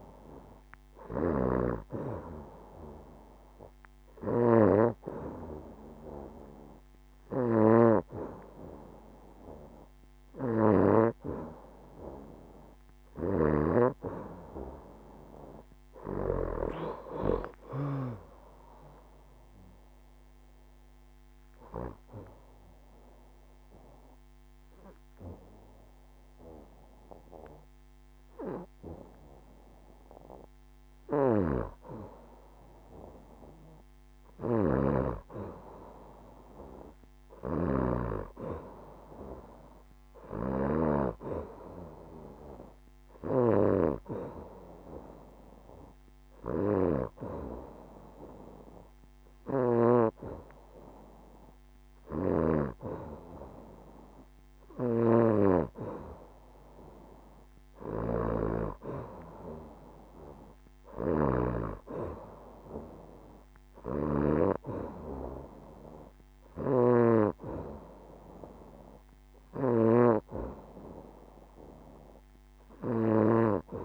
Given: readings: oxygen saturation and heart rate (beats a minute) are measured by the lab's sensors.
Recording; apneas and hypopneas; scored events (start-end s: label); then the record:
breathing in sleep by a microphone on the trachea; 2
11.50-15.50 s: arousal
19.00-30.50 s: obstructive apnea (oxygen 92% before, 90% lowest, heart rate 72 before, 64 extreme, up 4 after)
33.50-37.50 s: arousal
43.50-55.50 s: hypopnea (oxygen 92% before, 90% lowest, heart rate 68 before, 69 extreme, up 2 after)
57.50-60.50 s: arousal
67.00-73.85 s: oxygen desaturation (device-marked, oxygen 94% before, 90% lowest, heart rate 71 before, 69 extreme)
From the record:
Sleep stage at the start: N2 (light sleep); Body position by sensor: on the back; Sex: female